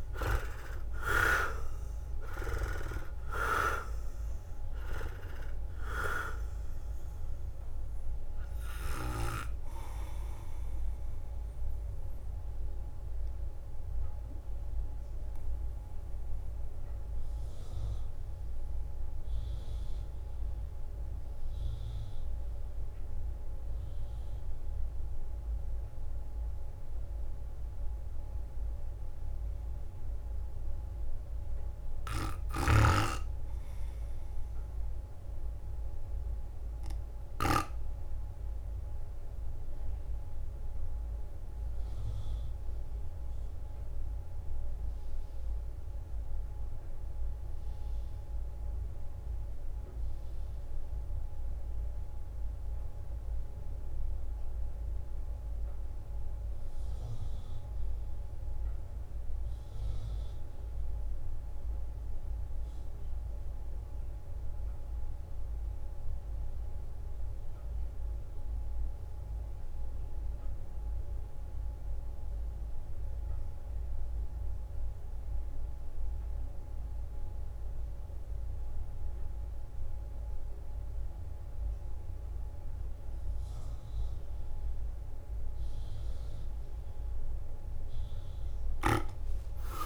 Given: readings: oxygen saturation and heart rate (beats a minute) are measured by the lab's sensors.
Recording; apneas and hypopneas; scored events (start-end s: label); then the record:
breathing in sleep by a room microphone; 1
0.00-13.00 s: drop in pulse transit time (device-marked, heart rate 57 extreme)
0.00-33.00 s: oxygen desaturation (device-marked, oxygen 73% lowest, heart rate 53 extreme)
12.00-85.50 s: mixed apnea (oxygen 89% before, 68% lowest, heart rate 68 before, 53 extreme, up 22 after)
35.00-46.00 s: drop in pulse transit time (device-marked, heart rate 58 before, 54 extreme)
58.00-89.86 s: oxygen desaturation (device-marked, oxygen 98% before, 68% lowest, heart rate 54 before, 53 extreme)
61.00-72.00 s: drop in pulse transit time (device-marked, heart rate 54 before, 54 extreme)
From the record:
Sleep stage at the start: REM sleep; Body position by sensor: on the right side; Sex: male